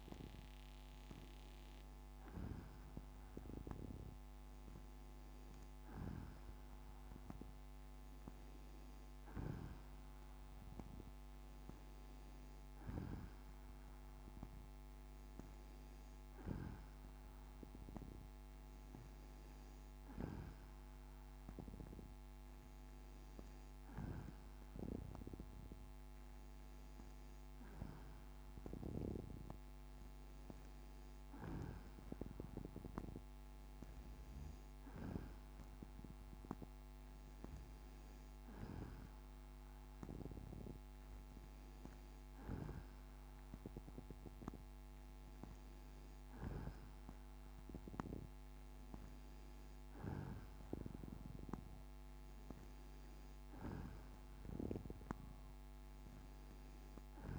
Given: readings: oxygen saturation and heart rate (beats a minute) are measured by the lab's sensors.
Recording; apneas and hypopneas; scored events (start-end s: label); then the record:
breathing in sleep by a microphone on the trachea; none
none scored
From the record:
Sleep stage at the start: N2 (light sleep); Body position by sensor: on the back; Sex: female